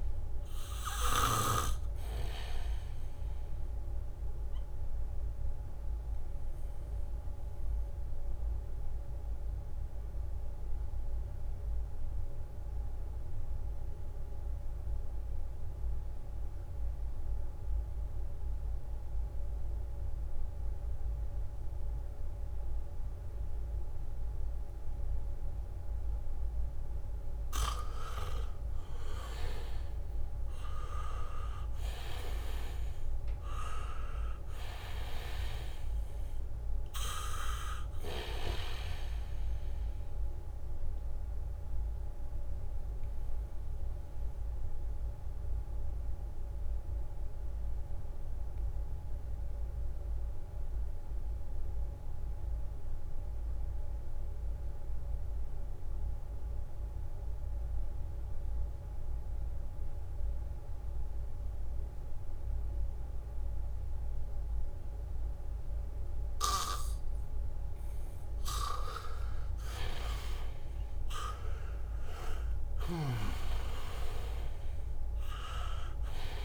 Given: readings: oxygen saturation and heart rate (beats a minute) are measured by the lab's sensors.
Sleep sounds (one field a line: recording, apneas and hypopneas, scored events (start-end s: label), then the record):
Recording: breathing in sleep by a room microphone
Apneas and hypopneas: 2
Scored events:
0.00-2.50 s: leg movement (device-marked)
0.00-18.50 s: oxygen desaturation (device-marked, oxygen 81% lowest, heart rate 65 extreme)
4.50-26.50 s: mixed apnea (oxygen 99% before, 81% lowest, heart rate 70 before, 65 extreme)
25.50-53.50 s: oxygen desaturation (device-marked, oxygen 98% before, 82% lowest, heart rate 72 before, 65 extreme)
28.00-32.50 s: arousal
40.00-67.00 s: mixed apnea (oxygen 98% before, 80% lowest, heart rate 69 before, 65 extreme, up 0 after)
64.50-76.45 s: oxygen desaturation (device-marked, oxygen 99% before, 80% lowest, heart rate 72 before, 63 extreme)
68.50-70.50 s: leg movement (device-marked)
70.00-74.50 s: arousal
72.00-75.00 s: leg movement (device-marked)
From the record:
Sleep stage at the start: N2 (light sleep)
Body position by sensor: on the back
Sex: male